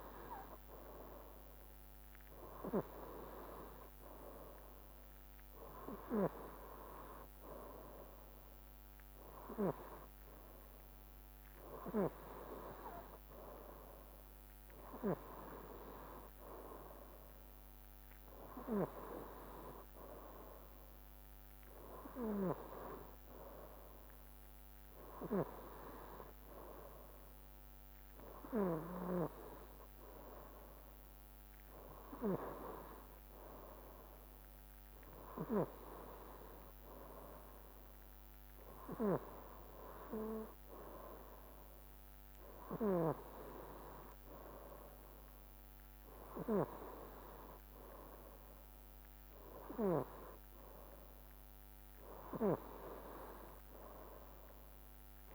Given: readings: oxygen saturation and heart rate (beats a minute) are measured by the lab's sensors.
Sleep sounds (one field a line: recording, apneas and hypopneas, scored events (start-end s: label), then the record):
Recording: breathing in sleep by a microphone on the trachea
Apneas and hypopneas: none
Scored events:
none scored
From the record:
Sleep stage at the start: N2 (light sleep)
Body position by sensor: on the right side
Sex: male